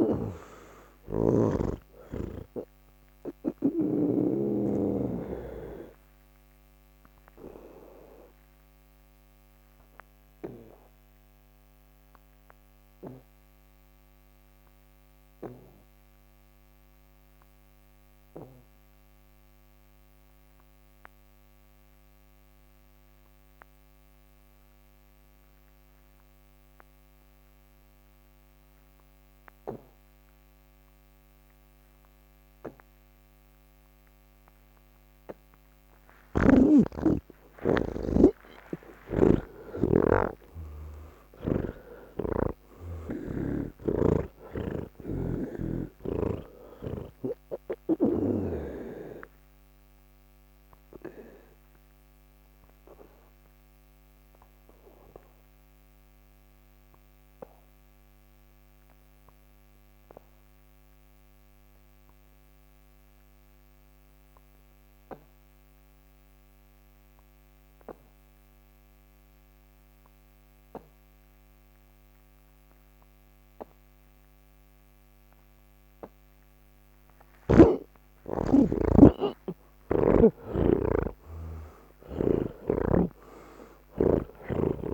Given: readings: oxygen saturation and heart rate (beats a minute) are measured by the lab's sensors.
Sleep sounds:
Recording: breathing in sleep by a microphone on the trachea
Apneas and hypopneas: 2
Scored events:
0.00-4.00 s: snoring (device-marked)
4.50-19.50 s: oxygen desaturation (device-marked, oxygen 91% before, 75% lowest, heart rate 148 before, 95 extreme)
6.50-36.50 s: obstructive apnea (oxygen 98% before, 75% lowest, heart rate 150 before, 95 extreme, up 35 after)
31.50-65.50 s: oxygen desaturation (device-marked, oxygen 98% before, 79% lowest, heart rate 137 before, 95 extreme)
36.00-42.50 s: snoring (device-marked)
44.50-48.50 s: snoring (device-marked)
49.50-75.50 s: obstructive apnea (oxygen 98% before, 79% lowest, heart rate 114 before, 98 extreme, up 53 after)
81.50-84.94 s: oxygen desaturation (device-marked, oxygen 96% before, 79% lowest, heart rate 131 before, 43 extreme)
From the record:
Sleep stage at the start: N1 (lightest sleep)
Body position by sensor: on the back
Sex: male

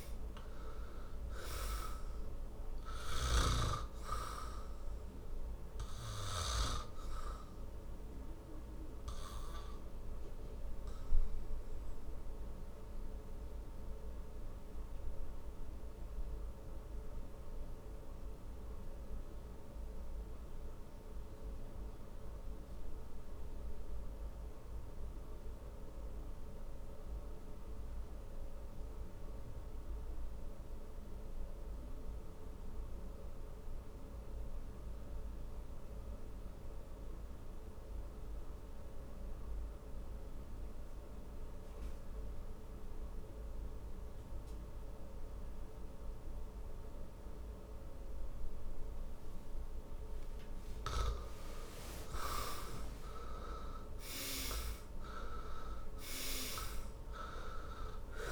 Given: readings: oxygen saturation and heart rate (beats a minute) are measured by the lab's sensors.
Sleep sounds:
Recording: breathing in sleep by a room microphone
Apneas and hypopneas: 1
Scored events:
0.00-35.50 s: oxygen desaturation (device-marked, oxygen 76% lowest, heart rate 51 extreme)
6.00-50.00 s: obstructive apnea (oxygen 100% before, 76% lowest, heart rate 64 before, 51 extreme, up 18 after)
49.50-58.32 s: oxygen desaturation (device-marked, oxygen 99% before, 77% lowest, heart rate 58 before, 53 extreme)
51.00-55.00 s: arousal
From the record:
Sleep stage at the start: N2 (light sleep)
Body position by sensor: on the back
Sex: male

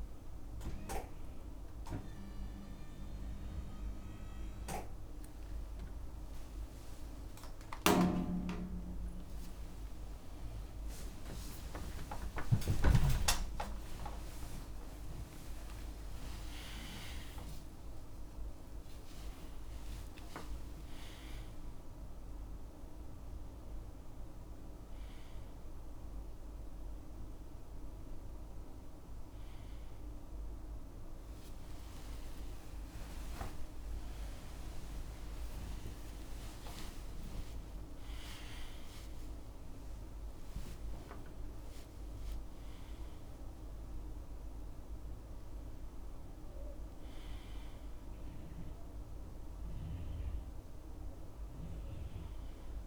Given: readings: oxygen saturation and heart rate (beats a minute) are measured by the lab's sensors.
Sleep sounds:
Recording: a person awake in a sleep study, by a room microphone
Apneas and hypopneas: none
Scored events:
8.50-10.50 s: long interval between heartbeats (device-marked, heart rate 95 before, 92 extreme)
9.00-16.00 s: tachycardia (device-marked, heart rate 83 before, 116 extreme)
12.00-14.00 s: long interval between heartbeats (device-marked, heart rate 94 before, 106 extreme)
17.00-23.00 s: tachycardia (device-marked, heart rate 83 before, 110 extreme)
19.50-21.50 s: long interval between heartbeats (device-marked, heart rate 96 before, 100 extreme)
51.00-52.86 s: new sleep stage, N1 (lightest sleep)
From the record:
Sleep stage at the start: awake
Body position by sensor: on the left side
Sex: male

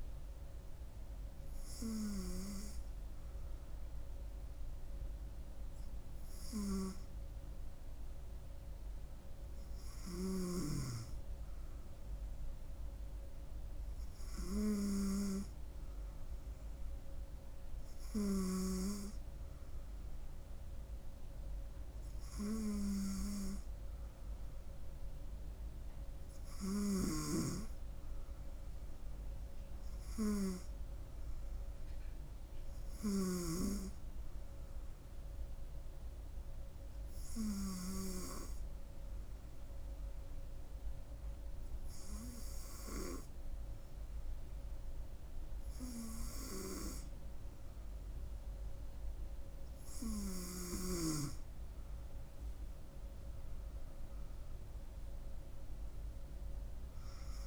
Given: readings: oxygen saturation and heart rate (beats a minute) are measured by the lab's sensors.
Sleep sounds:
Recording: breathing in sleep by a room microphone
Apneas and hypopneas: 1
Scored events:
27.50-30.50 s: arousal
34.50-49.00 s: hypopnea (oxygen 97% before, 94% lowest, heart rate 69 before, 67 extreme, up 4 after)
50.50-52.50 s: arousal
From the record:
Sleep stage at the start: N2 (light sleep)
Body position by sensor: on the front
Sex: female

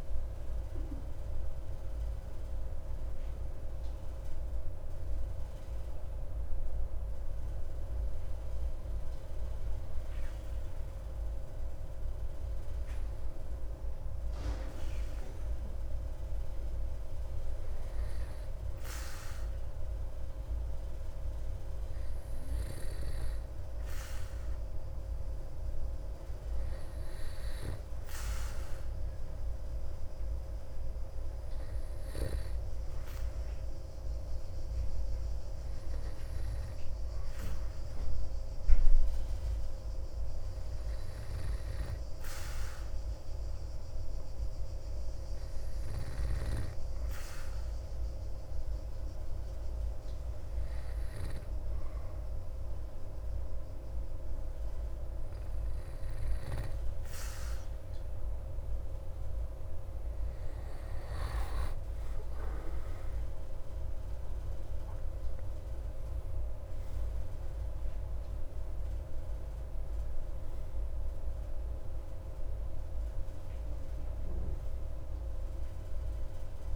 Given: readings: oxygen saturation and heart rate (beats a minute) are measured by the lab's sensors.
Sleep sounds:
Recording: breathing in sleep, hard to hear, by a room microphone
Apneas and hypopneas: 1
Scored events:
3.00-58.50 s: hypopnea (oxygen 97% before, 95% lowest)
62.00-66.00 s: arousal
From the record:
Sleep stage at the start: N2 (light sleep)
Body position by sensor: on the back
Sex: male

